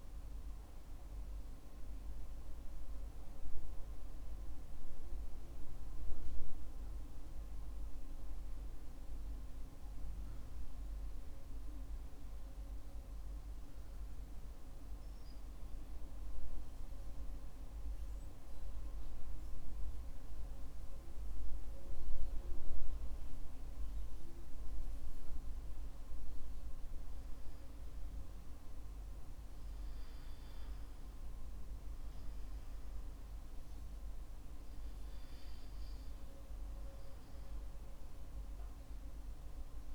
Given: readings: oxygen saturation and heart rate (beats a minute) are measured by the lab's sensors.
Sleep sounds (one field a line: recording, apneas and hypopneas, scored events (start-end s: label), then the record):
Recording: breathing in sleep, hard to hear, by a room microphone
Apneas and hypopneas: 1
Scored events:
11.00-24.00 s: hypopnea (oxygen 96% before, 93% lowest, heart rate 57 before, 53 extreme, up 9 after)
19.00-39.95 s: new sleep stage, N2 (light sleep)
26.00-30.00 s: arousal
From the record:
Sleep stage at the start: N1 (lightest sleep)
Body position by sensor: on the back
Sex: male